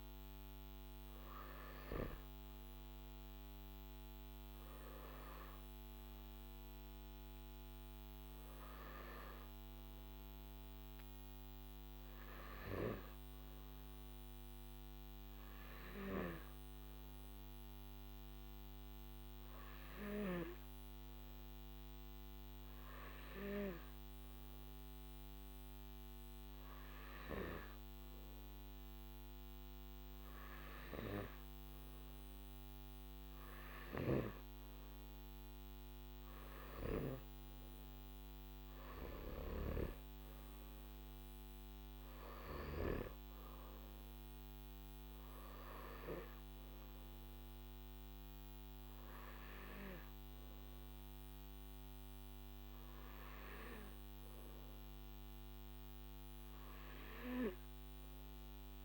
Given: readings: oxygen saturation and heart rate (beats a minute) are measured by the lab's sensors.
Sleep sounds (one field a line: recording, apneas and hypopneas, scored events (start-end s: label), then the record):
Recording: breathing in sleep by a microphone on the trachea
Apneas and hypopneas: none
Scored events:
none scored
From the record:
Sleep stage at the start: N3 (deep sleep)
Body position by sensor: on the back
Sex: male